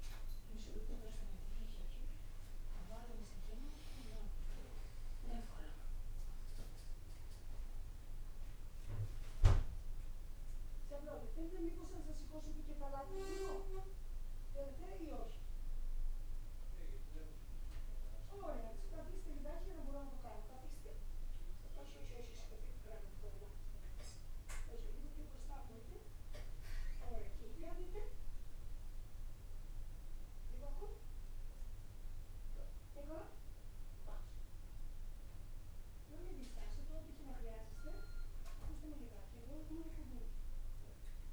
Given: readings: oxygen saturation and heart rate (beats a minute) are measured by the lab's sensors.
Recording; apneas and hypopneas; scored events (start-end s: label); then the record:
a person awake in a sleep study, by a room microphone; none
none scored
From the record:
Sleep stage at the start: awake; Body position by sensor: on the back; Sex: male